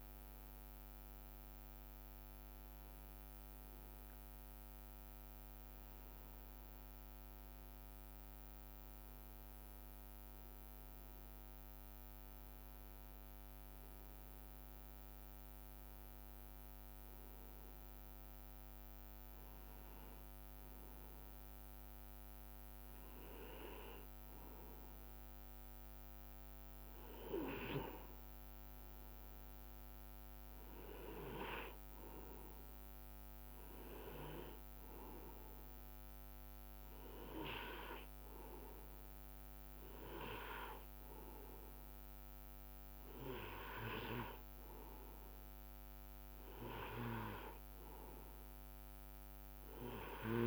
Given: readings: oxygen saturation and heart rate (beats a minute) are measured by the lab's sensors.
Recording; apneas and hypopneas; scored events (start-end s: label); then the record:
breathing in sleep by a microphone on the trachea; none
0.00-1.50 s: long interval between heartbeats (device-marked, heart rate 73 extreme)
1.50-3.50 s: long interval between heartbeats (device-marked, heart rate 68 before, 80 extreme)
15.00-17.00 s: long interval between heartbeats (device-marked, heart rate 69 before, 70 extreme)
16.00-50.47 s: new sleep stage, N2 (light sleep)
From the record:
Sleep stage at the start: N1 (lightest sleep); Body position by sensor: on the right side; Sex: male